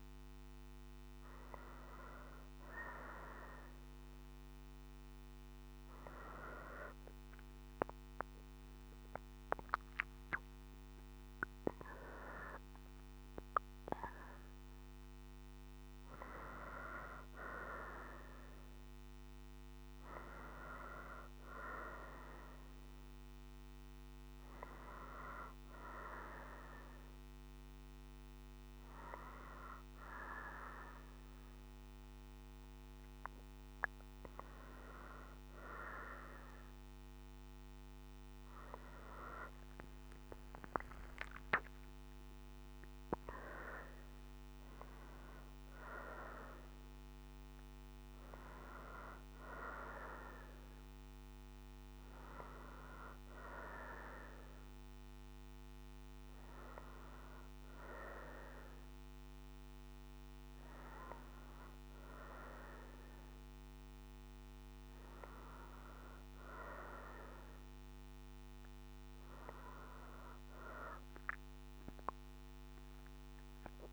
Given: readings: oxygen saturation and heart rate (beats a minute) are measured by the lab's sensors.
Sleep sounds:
breathing in sleep by a microphone on the trachea; 1
9.50-14.00 s: arousal
40.00-44.50 s: arousal
55.00-68.50 s: hypopnea (oxygen 94% before, 91% lowest, heart rate 68 before, 62 extreme, up 4 after)
70.50-73.93 s: arousal
From the record:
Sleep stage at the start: N2 (light sleep); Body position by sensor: on the right side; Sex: female

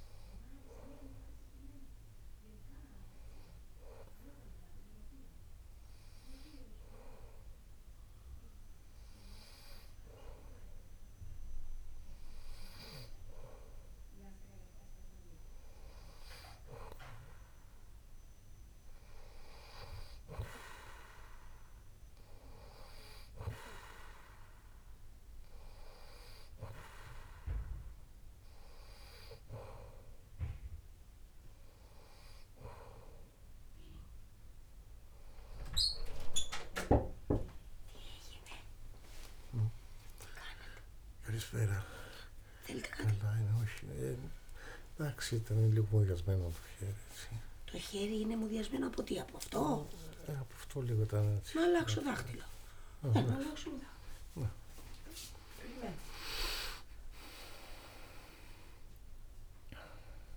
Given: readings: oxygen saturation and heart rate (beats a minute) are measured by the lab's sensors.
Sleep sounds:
a person partly awake in a sleep study, by a room microphone; none
34.50-60.37 s: new sleep stage, awake
From the record:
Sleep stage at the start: N2 (light sleep); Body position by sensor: on the back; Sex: male

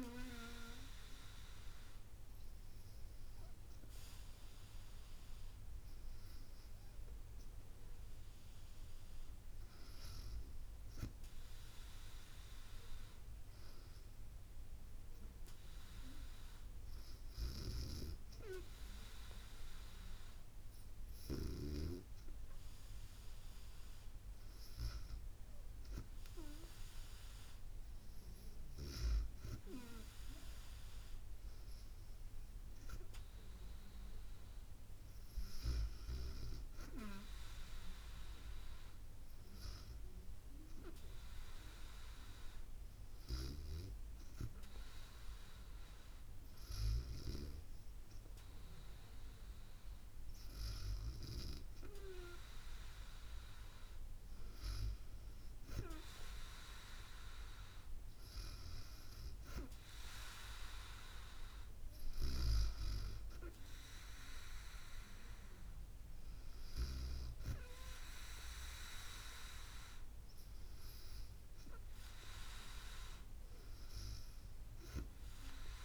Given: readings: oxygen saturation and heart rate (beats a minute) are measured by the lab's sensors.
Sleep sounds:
breathing in sleep by a room microphone; 1
15.00-25.50 s: hypopnea (oxygen 96% before, 94% lowest, heart rate 73 before, 70 extreme, up 6 after)
29.00-33.00 s: arousal
From the record:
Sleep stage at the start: REM sleep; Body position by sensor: on the back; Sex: female

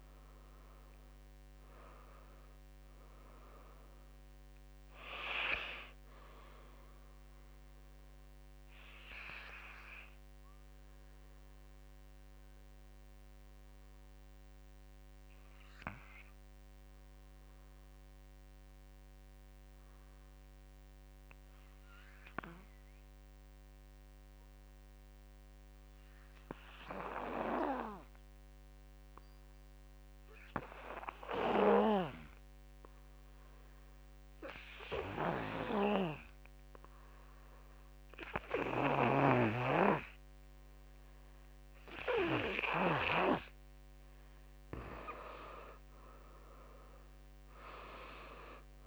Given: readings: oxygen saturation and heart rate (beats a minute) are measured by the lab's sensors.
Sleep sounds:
breathing in sleep by a microphone on the trachea; 1
0.00-11.50 s: drop in pulse transit time (device-marked, heart rate 53 extreme)
0.00-18.50 s: oxygen desaturation (device-marked, oxygen 85% lowest, heart rate 48 extreme)
7.00-42.50 s: obstructive apnea (oxygen 100% before, 84% lowest, heart rate 62 before, 48 extreme, up 18 after)
31.50-48.87 s: oxygen desaturation (device-marked, oxygen 99% before, 85% lowest, heart rate 51 before, 49 extreme)
44.50-48.00 s: arousal
45.50-48.87 s: drop in pulse transit time (device-marked, heart rate 55 before, 54 extreme)
From the record:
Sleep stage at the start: N2 (light sleep); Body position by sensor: on the back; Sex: male

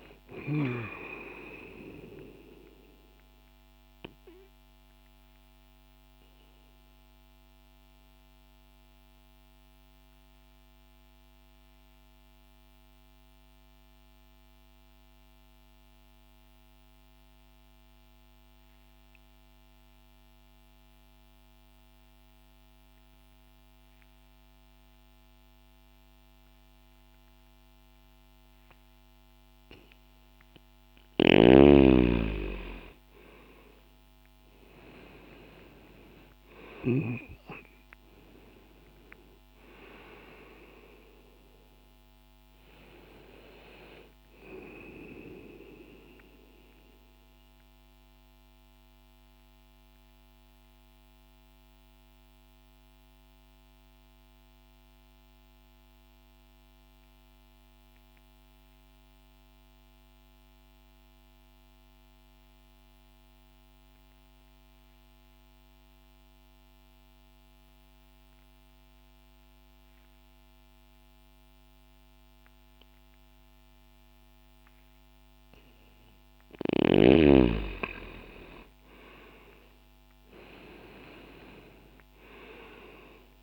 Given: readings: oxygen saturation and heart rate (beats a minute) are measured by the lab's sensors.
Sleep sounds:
breathing in sleep by a microphone on the trachea; 2
0.00-24.00 s: oxygen desaturation (device-marked, oxygen 85% lowest, heart rate 60 extreme)
2.00-29.50 s: mixed apnea (oxygen 96% before, 83% lowest, heart rate 60 before, 60 extreme, up 0 after)
31.00-68.00 s: oxygen desaturation (device-marked, oxygen 96% before, 83% lowest, heart rate 60 before, 60 extreme)
32.00-37.00 s: arousal
45.50-75.00 s: mixed apnea (oxygen 96% before, 83% lowest, heart rate 60 before, 60 extreme, up 0 after)
75.00-83.43 s: oxygen desaturation (device-marked, oxygen 97% before, 83% lowest, heart rate 60 before, 60 extreme)
77.50-82.50 s: arousal
From the record:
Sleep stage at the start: N2 (light sleep); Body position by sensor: on the left side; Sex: male

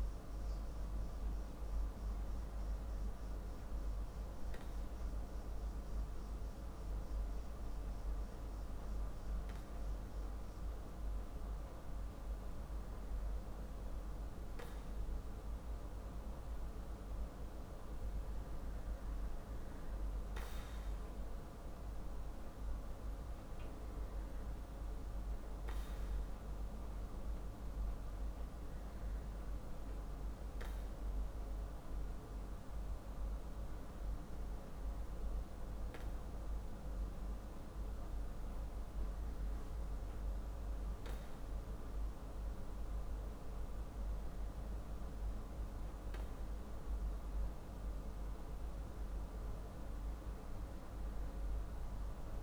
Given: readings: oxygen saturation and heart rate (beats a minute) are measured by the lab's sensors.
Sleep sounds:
breathing in sleep, hard to hear, by a room microphone; none
none scored
From the record:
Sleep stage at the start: N2 (light sleep); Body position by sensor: on the back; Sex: male

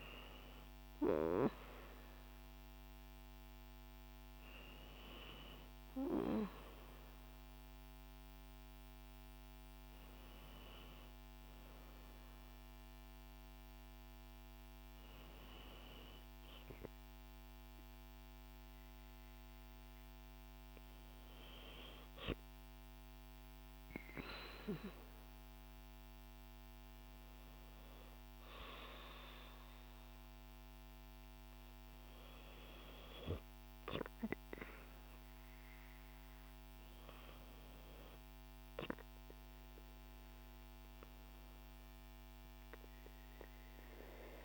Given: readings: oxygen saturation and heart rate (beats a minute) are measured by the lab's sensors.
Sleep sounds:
breathing in sleep by a microphone on the trachea; none
0.00-15.00 s: oxygen desaturation (device-marked, oxygen 88% lowest, heart rate 61 extreme)
8.00-44.45 s: new sleep stage, N2 (light sleep)
From the record:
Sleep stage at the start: REM sleep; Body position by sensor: on the back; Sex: female

